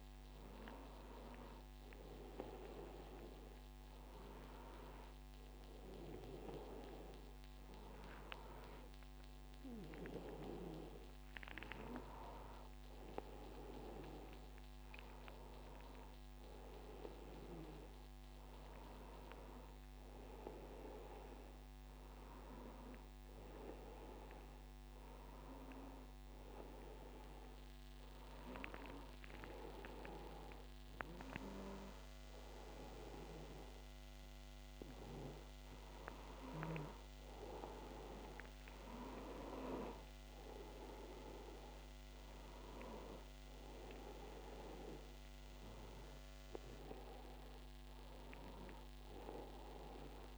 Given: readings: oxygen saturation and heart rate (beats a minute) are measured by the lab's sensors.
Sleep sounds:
breathing in sleep by a microphone on the trachea; none
none scored
From the record:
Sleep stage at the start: N2 (light sleep); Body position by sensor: on the back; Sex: male

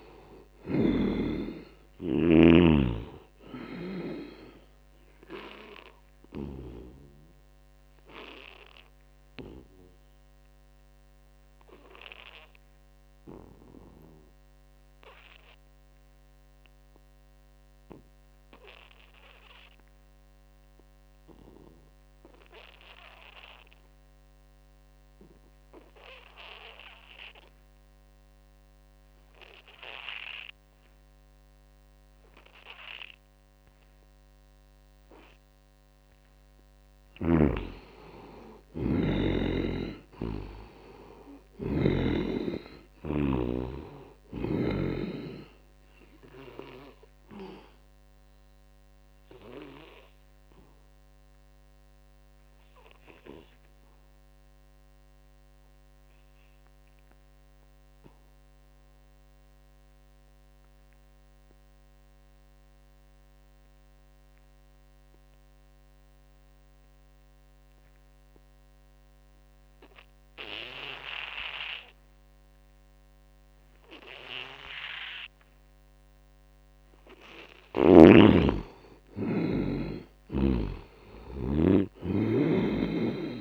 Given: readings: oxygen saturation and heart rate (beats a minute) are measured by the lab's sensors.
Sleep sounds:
breathing in sleep by a microphone on the trachea; 2
0.00-17.00 s: oxygen desaturation (device-marked, oxygen 74% lowest, heart rate 59 extreme)
5.00-34.50 s: obstructive apnea (oxygen 98% before, 74% lowest, heart rate 70 before, 59 extreme, up 1 after)
28.00-58.00 s: oxygen desaturation (device-marked, oxygen 98% before, 74% lowest, heart rate 77 before, 59 extreme)
36.50-41.00 s: arousal
46.50-77.00 s: obstructive apnea (oxygen 98% before, 73% lowest, heart rate 69 before, 66 extreme, up 8 after)
65.00-83.41 s: oxygen desaturation (device-marked, oxygen 98% before, 73% lowest, heart rate 77 before, 65 extreme)
78.50-82.50 s: arousal
From the record:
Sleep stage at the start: N2 (light sleep); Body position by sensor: on the back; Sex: male

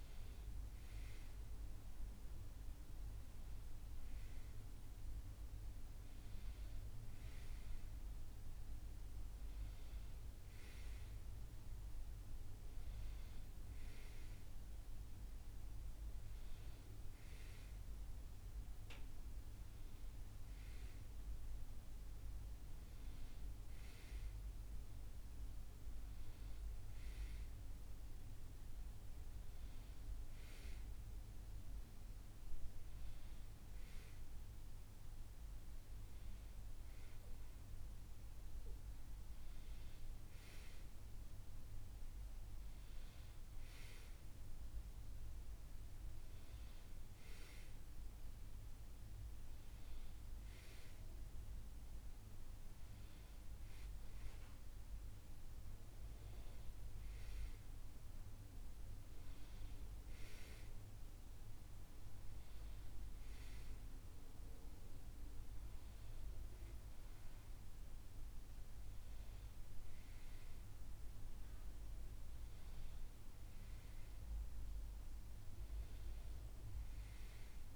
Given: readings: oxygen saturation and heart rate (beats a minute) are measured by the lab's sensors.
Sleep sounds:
breathing in sleep, hard to hear, by a room microphone; none
none scored
From the record:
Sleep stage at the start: N1 (lightest sleep); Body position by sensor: on the back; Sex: male

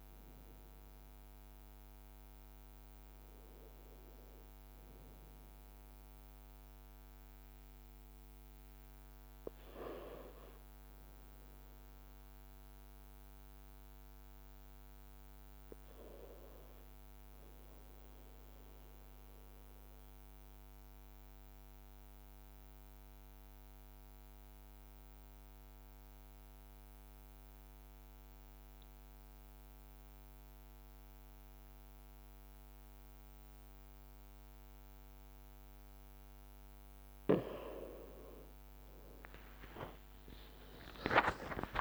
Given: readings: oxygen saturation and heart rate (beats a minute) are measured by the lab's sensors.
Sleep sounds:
a person partly awake in a sleep study, by a microphone on the trachea; 1
17.00-20.50 s: leg movement (device-marked)
19.00-36.00 s: obstructive apnea (oxygen 98% before, 92% lowest, heart rate 55 before, 53 extreme, up 6 after)
28.00-41.81 s: new sleep stage, awake
39.50-41.81 s: leg movement (device-marked)
From the record:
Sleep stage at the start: N2 (light sleep); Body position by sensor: on the right side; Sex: male

